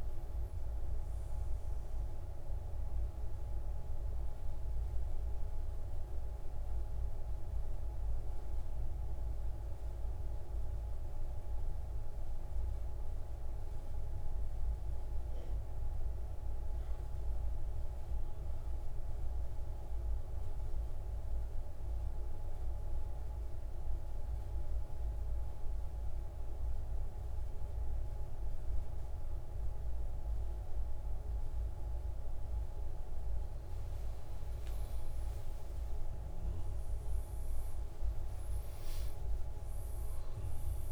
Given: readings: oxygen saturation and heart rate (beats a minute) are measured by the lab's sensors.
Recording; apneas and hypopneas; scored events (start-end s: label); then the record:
breathing in sleep, hard to hear, by a room microphone; 1
0.00-10.00 s: oxygen desaturation (device-marked, oxygen 90% lowest, heart rate 59 extreme)
4.50-33.00 s: central apnea (oxygen 96% before, 91% lowest, heart rate 77 before, 59 extreme, up 20 after)
26.00-40.92 s: oxygen desaturation (device-marked, oxygen 99% before, 91% lowest, heart rate 63 before, 56 extreme)
34.00-37.50 s: arousal
From the record:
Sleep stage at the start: N2 (light sleep); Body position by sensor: on the back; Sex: male